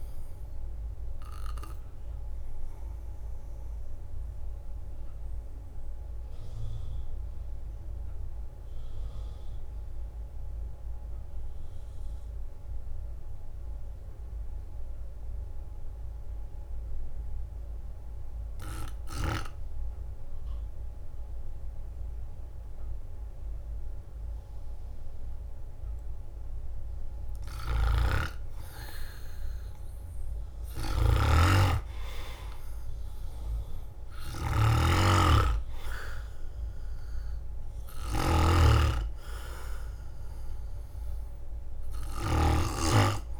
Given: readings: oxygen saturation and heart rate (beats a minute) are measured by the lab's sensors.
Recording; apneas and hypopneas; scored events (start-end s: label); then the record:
breathing in sleep by a room microphone; 1
0.00-2.50 s: drop in pulse transit time (device-marked, heart rate 56 extreme)
0.00-24.50 s: oxygen desaturation (device-marked, oxygen 83% lowest, heart rate 53 extreme)
3.50-26.00 s: mixed apnea (oxygen 96% before, 83% lowest, heart rate 63 before, 52 extreme, up 5 after)
26.50-43.40 s: drop in pulse transit time (device-marked, heart rate 58 before, 53 extreme)
30.50-42.50 s: snoring (device-marked)
31.00-35.00 s: arousal
From the record:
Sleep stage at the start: REM sleep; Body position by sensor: on the right side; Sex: male